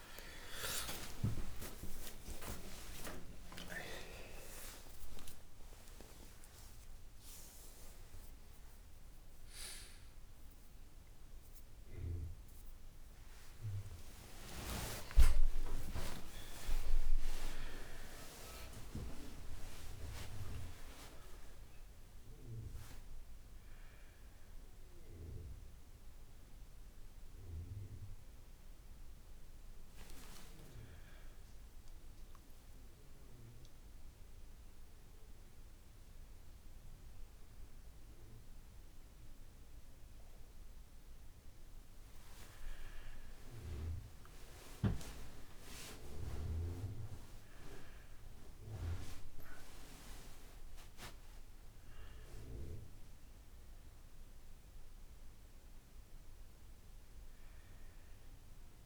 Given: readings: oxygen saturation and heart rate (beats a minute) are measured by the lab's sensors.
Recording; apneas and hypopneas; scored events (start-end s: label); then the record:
a person partly awake in a sleep study, by a room microphone; none
21.50-58.86 s: new sleep stage, N2 (light sleep)
From the record:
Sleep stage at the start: awake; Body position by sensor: on the back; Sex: male